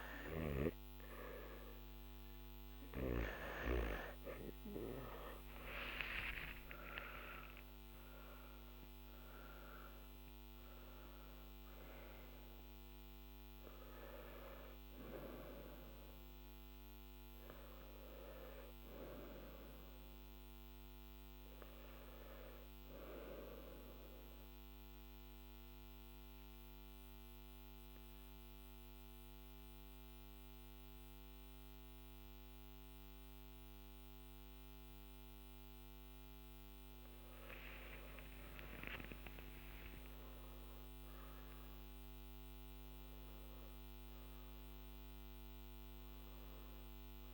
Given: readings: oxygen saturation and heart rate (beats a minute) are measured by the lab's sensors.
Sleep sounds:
breathing in sleep by a microphone on the trachea; 1
0.00-28.00 s: oxygen desaturation (device-marked, oxygen 88% lowest, heart rate 45 extreme)
23.50-37.00 s: central apnea (oxygen 97% before, 89% lowest, heart rate 57 before, 45 extreme, up 20 after)
From the record:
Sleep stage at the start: N2 (light sleep); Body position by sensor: on the back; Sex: male

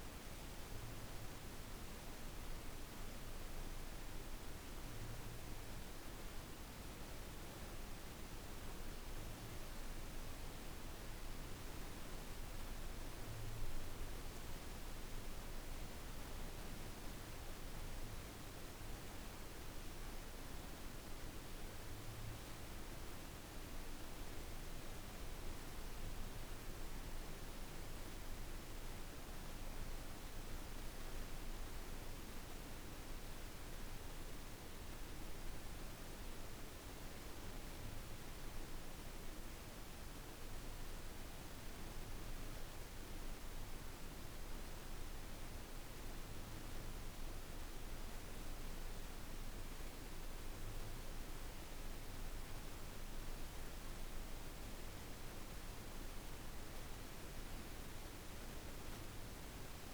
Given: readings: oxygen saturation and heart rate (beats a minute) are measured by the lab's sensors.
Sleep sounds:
breathing in sleep, hard to hear, by a room microphone; none
none scored
From the record:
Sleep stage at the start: N1 (lightest sleep); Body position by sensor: on the back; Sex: female

